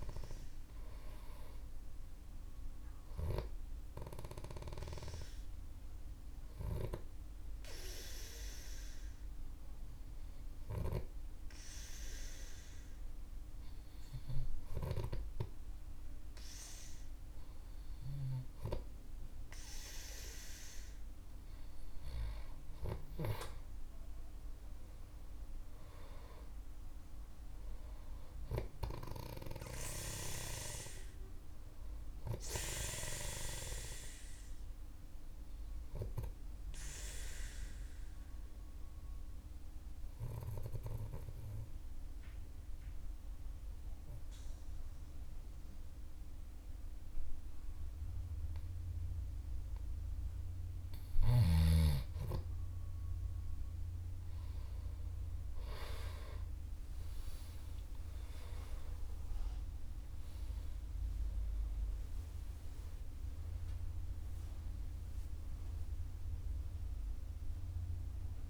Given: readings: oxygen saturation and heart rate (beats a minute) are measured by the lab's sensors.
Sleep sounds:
breathing in sleep by a room microphone; 2
4.50-22.50 s: hypopnea (oxygen 98% before, 94% lowest, heart rate 57 before, 49 extreme, up 7 after)
24.00-27.00 s: arousal
37.00-49.50 s: obstructive apnea (oxygen 97% before, 94% lowest, heart rate 56 before, 49 extreme, up 11 after)
56.00-62.00 s: arousal
From the record:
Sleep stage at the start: N2 (light sleep); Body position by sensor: on the back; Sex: male

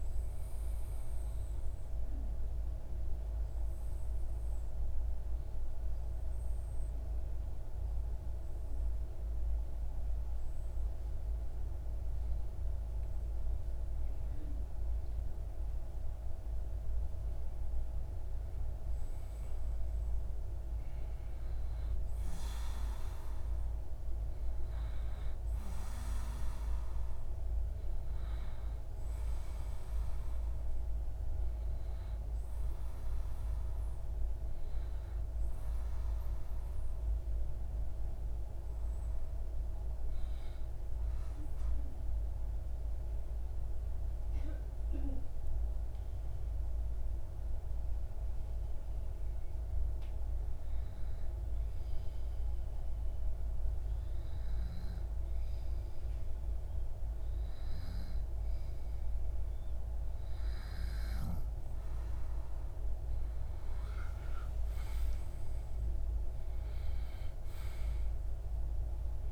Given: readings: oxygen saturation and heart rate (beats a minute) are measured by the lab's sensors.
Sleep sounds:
breathing in sleep, hard to hear, by a room microphone; 2
1.00-16.50 s: obstructive apnea (oxygen 96% before, 93% lowest)
18.00-22.50 s: arousal
38.00-61.00 s: hypopnea (oxygen 97% before, 93% lowest)
63.00-67.00 s: arousal
From the record:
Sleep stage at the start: N2 (light sleep); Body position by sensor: on the back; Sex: male

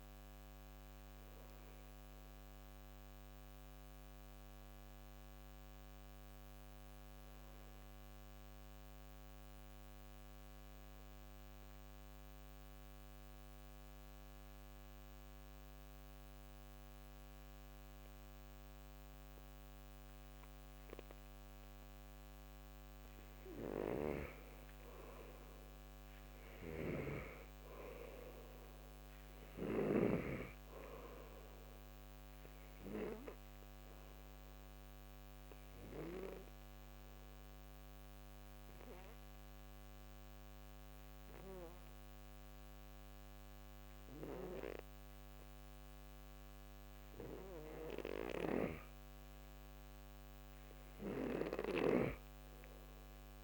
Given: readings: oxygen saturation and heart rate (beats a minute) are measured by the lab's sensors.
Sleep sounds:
breathing in sleep by a microphone on the trachea; 2
0.00-6.50 s: oxygen desaturation (device-marked, oxygen 81% lowest, heart rate 60 extreme)
1.00-24.50 s: obstructive apnea (oxygen 97% before, 81% lowest, heart rate 81 before, 60 extreme, up 7 after)
24.50-42.50 s: oxygen desaturation (device-marked, oxygen 98% before, 86% lowest, heart rate 62 before, 61 extreme)
26.50-30.00 s: arousal
33.50-49.00 s: obstructive apnea (oxygen 98% before, 86% lowest, heart rate 64 before, 61 extreme, up 4 after)
51.00-53.44 s: arousal
From the record:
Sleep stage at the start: N2 (light sleep); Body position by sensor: on the back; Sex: male

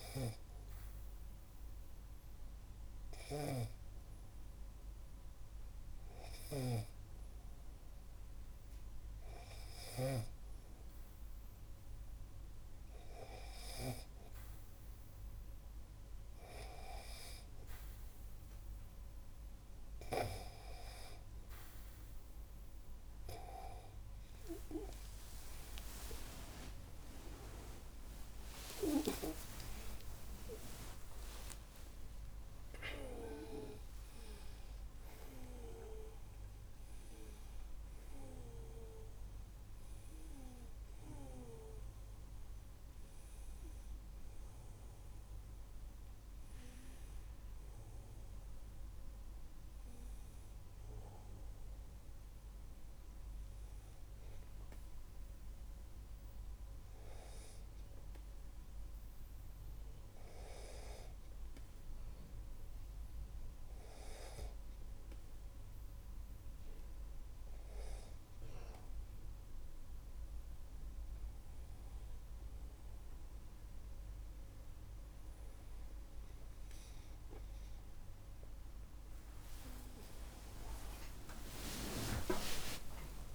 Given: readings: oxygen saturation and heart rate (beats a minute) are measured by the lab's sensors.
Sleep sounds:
breathing in sleep by a room microphone; 1
23.00-31.00 s: tachycardia (device-marked, heart rate 54 before, 200 extreme)
25.50-31.50 s: arousal
33.00-83.35 s: new sleep stage, N1 (lightest sleep)
58.50-71.50 s: hypopnea (oxygen 98% before, 97% lowest, heart rate 66 before, 46 extreme, up 11 after)
78.50-83.35 s: arousal
From the record:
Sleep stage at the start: N2 (light sleep); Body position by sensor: on the back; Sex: male

